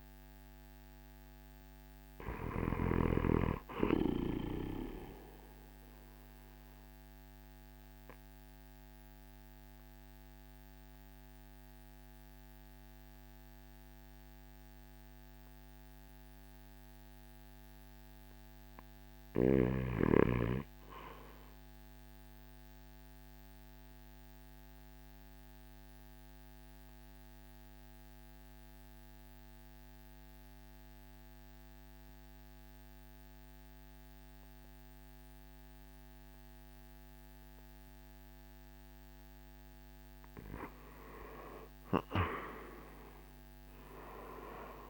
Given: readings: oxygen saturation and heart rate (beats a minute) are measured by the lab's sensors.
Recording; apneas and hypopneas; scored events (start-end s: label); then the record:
breathing in sleep by a microphone on the trachea; 1
0.00-3.00 s: snoring (device-marked)
5.50-38.50 s: obstructive apnea (oxygen 98% before, 83% lowest, heart rate 55 before, 51 extreme, up 13 after)
7.50-31.50 s: oxygen desaturation (device-marked, oxygen 97% before, 89% lowest, heart rate 55 before, 51 extreme)
42.00-44.90 s: arousal
From the record:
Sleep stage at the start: REM sleep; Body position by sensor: on the right side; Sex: male